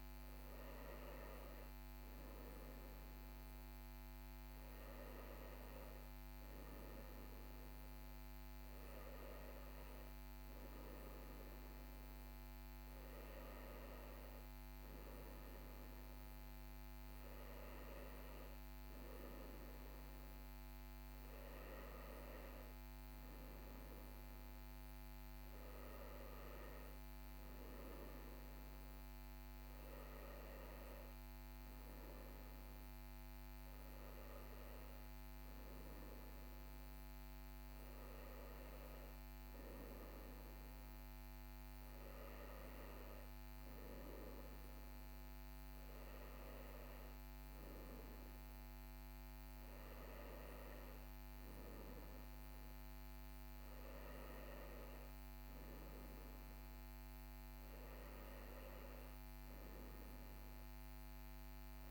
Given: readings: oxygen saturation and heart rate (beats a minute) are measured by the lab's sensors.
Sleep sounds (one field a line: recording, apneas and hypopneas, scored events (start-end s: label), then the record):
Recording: breathing in sleep, hard to hear, by a microphone on the trachea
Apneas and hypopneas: none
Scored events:
none scored
From the record:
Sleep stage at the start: N1 (lightest sleep)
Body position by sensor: on the right side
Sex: male